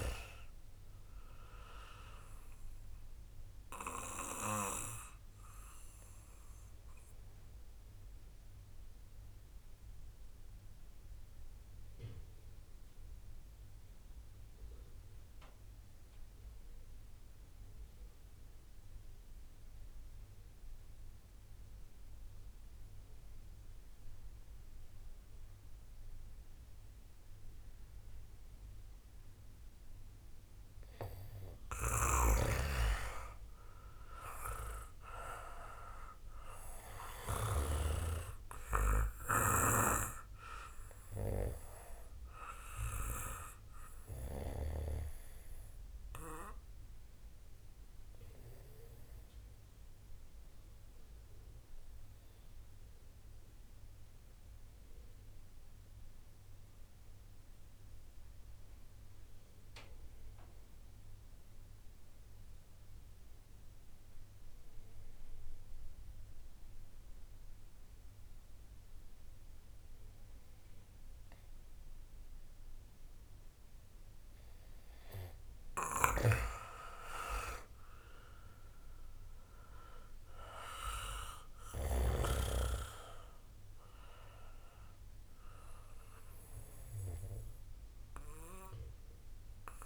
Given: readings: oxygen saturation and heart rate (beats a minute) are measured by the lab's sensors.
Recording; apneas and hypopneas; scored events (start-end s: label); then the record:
breathing in sleep by a room microphone; 2
0.00-16.00 s: oxygen desaturation (device-marked, oxygen 90% lowest, heart rate 44 extreme)
4.50-30.00 s: obstructive apnea (oxygen 97% before, 88% lowest, heart rate 58 before, 44 extreme)
31.00-58.00 s: oxygen desaturation (device-marked, oxygen 97% before, 88% lowest, heart rate 65 before, 34 extreme)
32.00-38.00 s: snoring (device-marked)
34.00-38.00 s: arousal
50.00-74.50 s: obstructive apnea (oxygen 97% before, 88% lowest, heart rate 58 before, 26 extreme, up 0 after)
75.00-89.86 s: oxygen desaturation (device-marked, oxygen 96% before, 88% lowest, heart rate 64 before, 26 extreme)
77.50-81.50 s: arousal
From the record:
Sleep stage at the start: N2 (light sleep); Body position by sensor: on the back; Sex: male